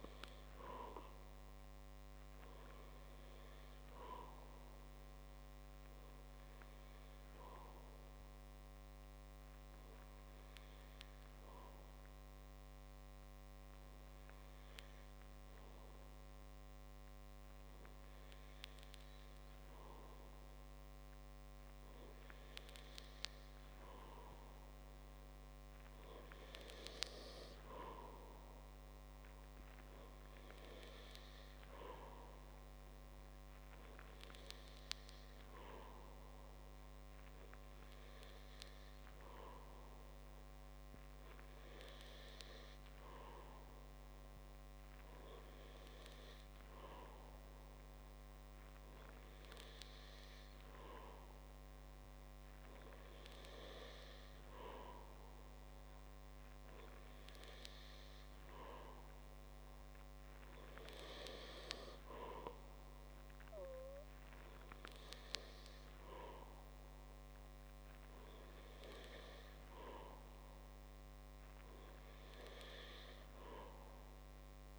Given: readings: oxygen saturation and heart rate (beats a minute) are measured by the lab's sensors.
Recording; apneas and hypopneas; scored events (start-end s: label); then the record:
breathing in sleep by a microphone on the trachea; none
none scored
From the record:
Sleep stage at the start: N2 (light sleep); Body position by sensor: on the back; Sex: male